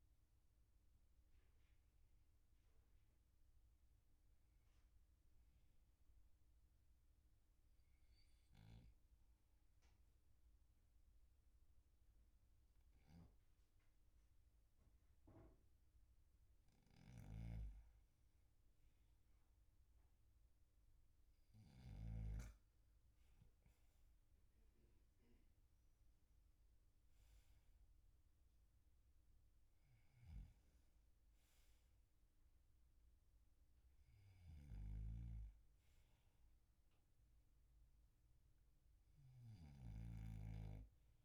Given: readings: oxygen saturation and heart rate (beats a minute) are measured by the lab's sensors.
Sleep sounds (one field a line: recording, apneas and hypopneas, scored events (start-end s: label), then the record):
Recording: breathing in sleep by a room microphone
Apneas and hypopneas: 1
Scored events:
6.00-18.00 s: hypopnea (oxygen 97% before, 95% lowest, heart rate 48 before, 40 extreme, up 9 after)
20.00-24.50 s: arousal
35.00-41.00 s: snoring (device-marked)
From the record:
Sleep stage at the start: N2 (light sleep)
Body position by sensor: on the back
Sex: male